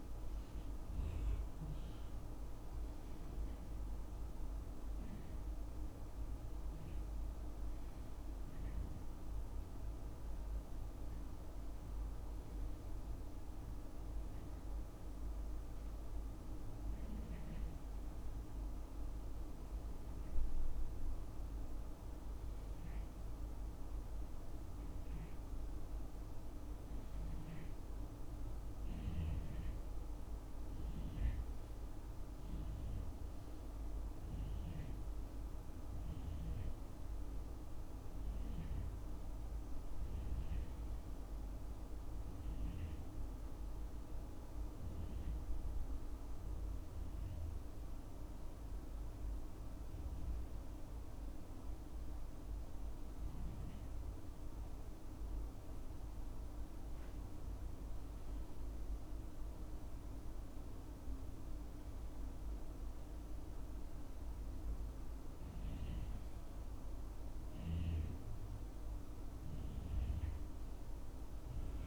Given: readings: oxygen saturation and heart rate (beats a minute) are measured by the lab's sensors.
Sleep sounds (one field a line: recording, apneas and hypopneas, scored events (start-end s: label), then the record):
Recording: a person awake in a sleep study, hard to hear, by a room microphone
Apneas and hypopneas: 1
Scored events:
45.00-55.00 s: mixed apnea (oxygen 97% before, 94% lowest, heart rate 77 before, 73 extreme, up 5 after)
57.50-61.50 s: arousal
60.00-71.87 s: oxygen desaturation (device-marked, oxygen 97% before, 94% lowest, heart rate 75 before, 76 extreme)
From the record:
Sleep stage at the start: awake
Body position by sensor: on the back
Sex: male